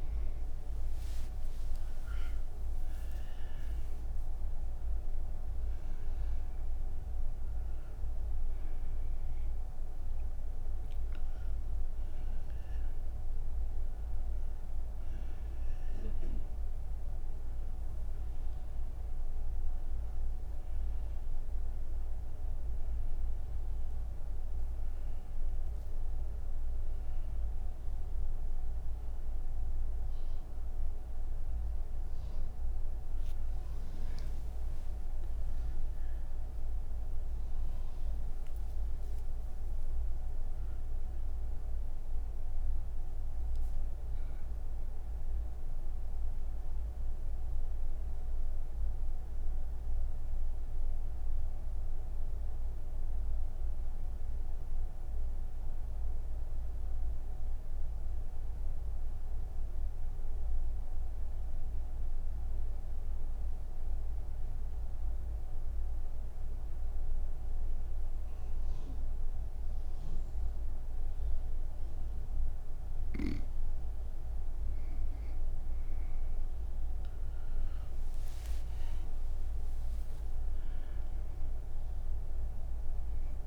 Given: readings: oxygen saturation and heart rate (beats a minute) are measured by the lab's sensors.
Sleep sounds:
breathing in sleep, hard to hear, by a room microphone; none
42.50-56.50 s: oxygen desaturation (device-marked, oxygen 95% before, 88% lowest)
78.50-83.47 s: oxygen desaturation (device-marked, oxygen 99% before, 87% lowest)
From the record:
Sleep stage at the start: N1 (lightest sleep); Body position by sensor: on the right side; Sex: female

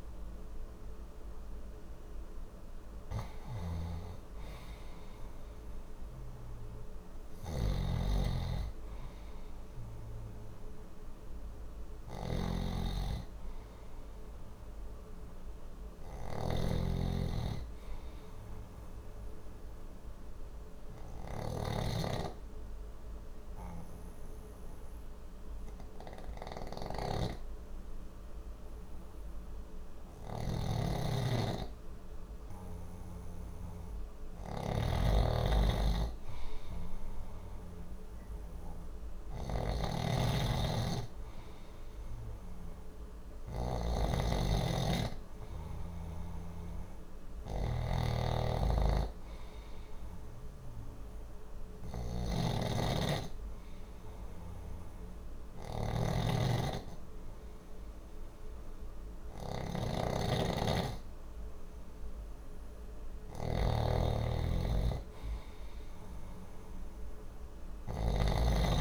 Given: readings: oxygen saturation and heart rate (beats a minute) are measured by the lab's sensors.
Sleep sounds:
breathing in sleep by a room microphone; 2
3.00-43.50 s: snoring (device-marked)
17.00-27.00 s: oxygen desaturation (device-marked, oxygen 95% before, 91% lowest, heart rate 64 before, 59 extreme)
18.50-34.00 s: obstructive apnea (oxygen 95% before, 91% lowest, heart rate 64 before, 59 extreme, up 1 after)
36.00-40.50 s: arousal
42.00-63.00 s: oxygen desaturation (device-marked, oxygen 97% before, 92% lowest, heart rate 60 before, 60 extreme)
48.00-68.81 s: snoring (device-marked)
50.50-61.50 s: obstructive apnea (oxygen 97% before, 91% lowest, heart rate 60 before, 60 extreme, up 0 after)
66.00-68.81 s: arousal
From the record:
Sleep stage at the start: N2 (light sleep); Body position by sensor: on the left side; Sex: male

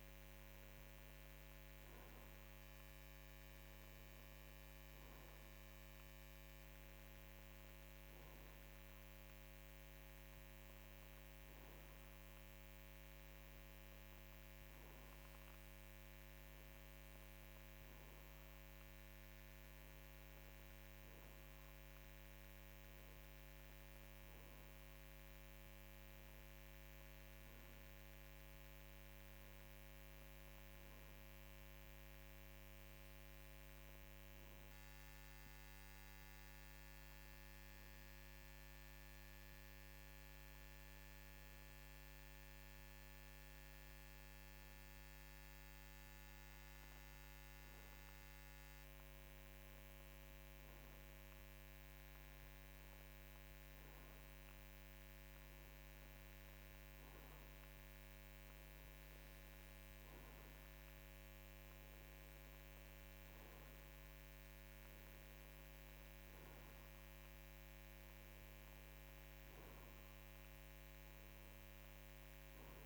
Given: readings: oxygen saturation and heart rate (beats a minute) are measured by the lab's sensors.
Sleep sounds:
breathing in sleep, hard to hear, by a microphone on the trachea; none
none scored
From the record:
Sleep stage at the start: N2 (light sleep); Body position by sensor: on the right side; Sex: male

